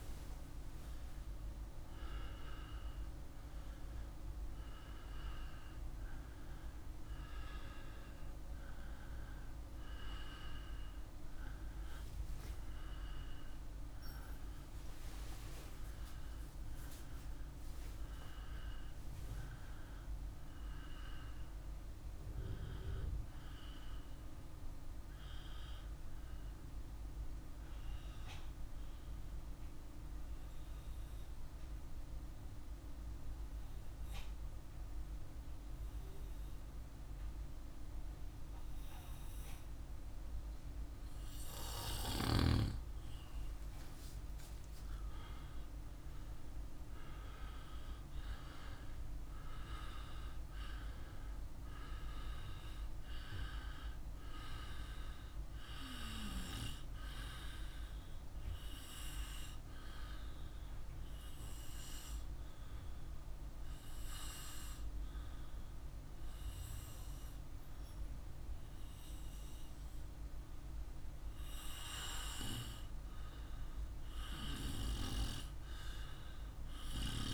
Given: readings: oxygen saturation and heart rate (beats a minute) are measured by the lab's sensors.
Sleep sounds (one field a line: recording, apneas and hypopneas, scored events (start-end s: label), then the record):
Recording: breathing in sleep by a room microphone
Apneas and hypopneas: 2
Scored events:
0.00-2.00 s: arousal
26.50-41.50 s: obstructive apnea (oxygen 97% before, 93% lowest, heart rate 70 before, 51 extreme, up 1 after)
43.00-48.00 s: arousal
50.50-66.50 s: oxygen desaturation (device-marked, oxygen 97% before, 93% lowest, heart rate 55 before, 51 extreme)
60.00-73.00 s: obstructive apnea (oxygen 99% before, 93% lowest, heart rate 55 before, 54 extreme, up 1 after)
From the record:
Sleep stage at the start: N2 (light sleep)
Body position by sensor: on the right side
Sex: male